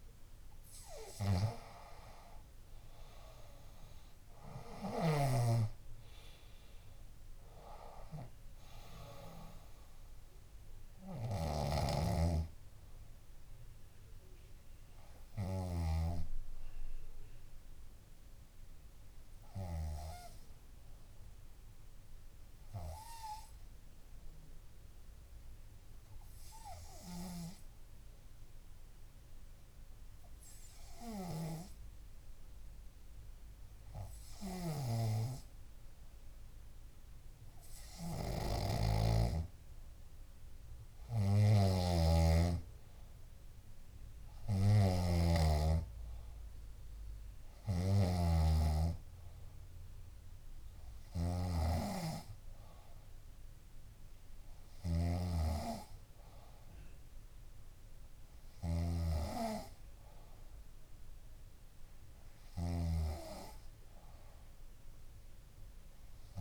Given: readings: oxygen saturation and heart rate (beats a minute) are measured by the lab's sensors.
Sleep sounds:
breathing in sleep by a room microphone; 1
1.00-5.50 s: snoring (device-marked)
3.50-66.41 s: new sleep stage, N2 (light sleep)
11.50-16.00 s: snoring (device-marked)
13.50-19.50 s: bradycardia (device-marked, heart rate 66 before, 57 extreme)
23.00-38.00 s: obstructive apnea (oxygen 97% before, 94% lowest, heart rate 67 before, 64 extreme, up 3 after)
34.50-66.41 s: snoring (device-marked)
40.50-44.00 s: arousal
From the record:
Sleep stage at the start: N3 (deep sleep); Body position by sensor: on the back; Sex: female

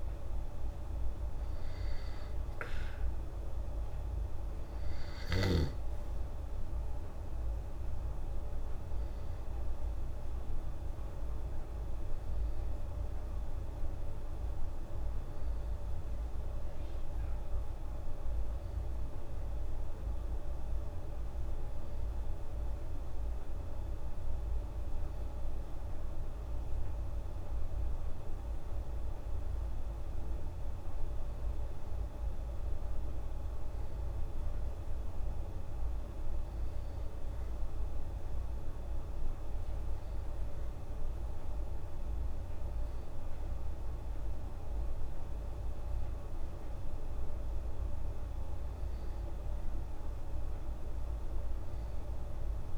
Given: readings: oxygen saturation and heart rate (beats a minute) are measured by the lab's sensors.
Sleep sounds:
breathing in sleep, hard to hear, by a room microphone; none
none scored
From the record:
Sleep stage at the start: N2 (light sleep); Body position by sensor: on the back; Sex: female

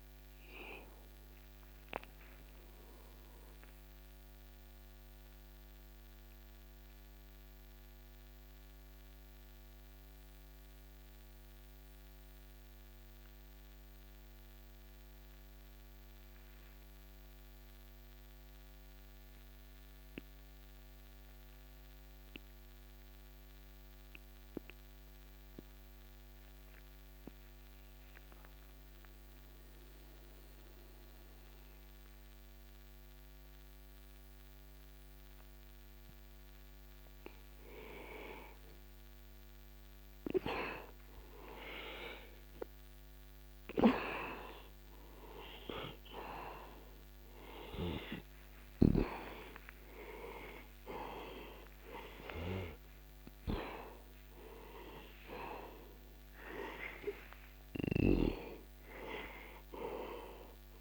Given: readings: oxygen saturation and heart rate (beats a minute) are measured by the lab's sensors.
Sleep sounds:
breathing in sleep by a microphone on the trachea; 1
0.00-3.00 s: arousal
0.00-15.50 s: oxygen desaturation (device-marked, oxygen 85% lowest, heart rate 37 extreme)
5.00-38.00 s: obstructive apnea (oxygen 93% before, 85% lowest, heart rate 61 before, 37 extreme, up 16 after)
40.00-44.00 s: arousal
40.50-60.81 s: oxygen desaturation (device-marked, oxygen 98% before, 88% lowest, heart rate 46 before, 27 extreme)
From the record:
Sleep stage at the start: N2 (light sleep); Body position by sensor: on the back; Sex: male

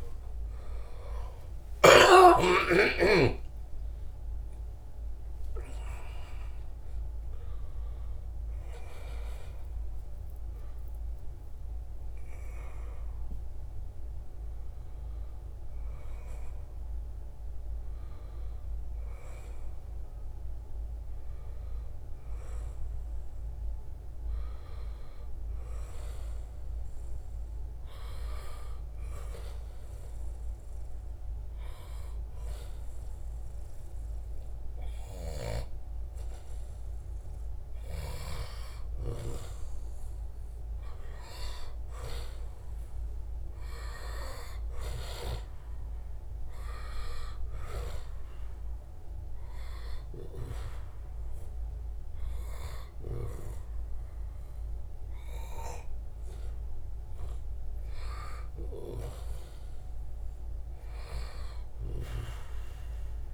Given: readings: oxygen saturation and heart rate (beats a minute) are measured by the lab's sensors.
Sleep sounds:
a person partly awake in a sleep study, by a room microphone; none
0.00-1.00 s: long interval between heartbeats (device-marked, heart rate 119 extreme)
0.00-2.50 s: snoring (device-marked)
8.50-63.33 s: new sleep stage, N1 (lightest sleep)
25.50-40.50 s: oxygen desaturation (device-marked, oxygen 96% before, 93% lowest, heart rate 89 before, 81 extreme)
45.50-57.50 s: oxygen desaturation (device-marked, oxygen 94% before, 91% lowest, heart rate 83 before, 79 extreme)
From the record:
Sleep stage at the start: awake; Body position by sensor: on the back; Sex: male

